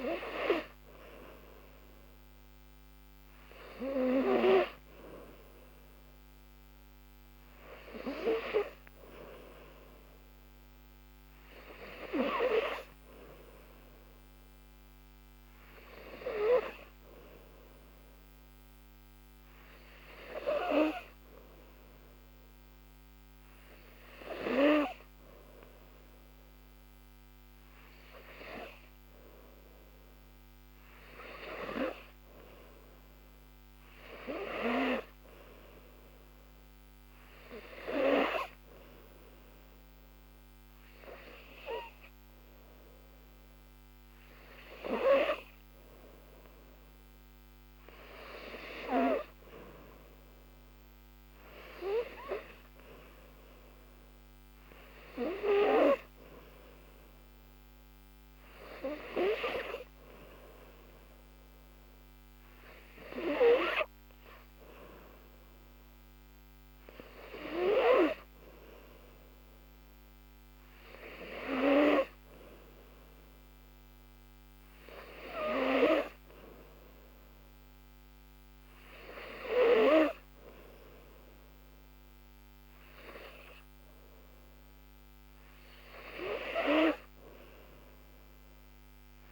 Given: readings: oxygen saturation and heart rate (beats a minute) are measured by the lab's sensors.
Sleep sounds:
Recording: breathing in sleep by a microphone on the trachea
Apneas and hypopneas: none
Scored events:
none scored
From the record:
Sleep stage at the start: N3 (deep sleep)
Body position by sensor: on the back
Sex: female

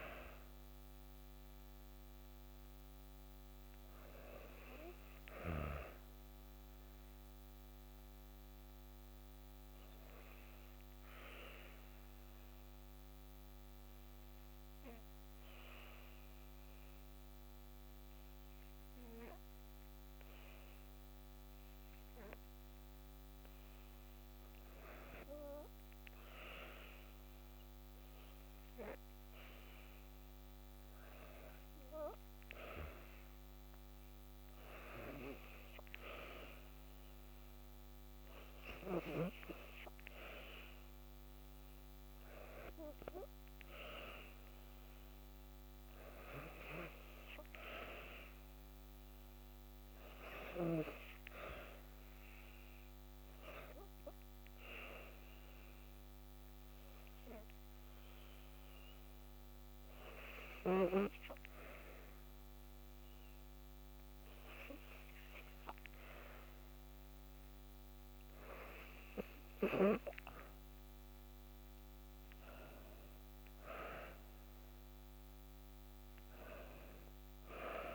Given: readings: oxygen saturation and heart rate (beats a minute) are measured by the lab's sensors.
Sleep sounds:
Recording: breathing in sleep by a microphone on the trachea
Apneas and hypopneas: 2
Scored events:
2.00-6.00 s: arousal
12.50-24.00 s: obstructive apnea (oxygen 95% before, 93% lowest, heart rate 55 before, 55 extreme, up 1 after)
24.50-29.00 s: arousal
37.50-45.50 s: oxygen desaturation (device-marked, oxygen 96% before, 94% lowest, heart rate 55 before, 56 extreme)
52.50-67.00 s: hypopnea (oxygen 97% before, 92% lowest, heart rate 56 before, 56 extreme, up 1 after)
72.00-76.50 s: arousal
From the record:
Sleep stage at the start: N2 (light sleep)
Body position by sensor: on the back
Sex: female

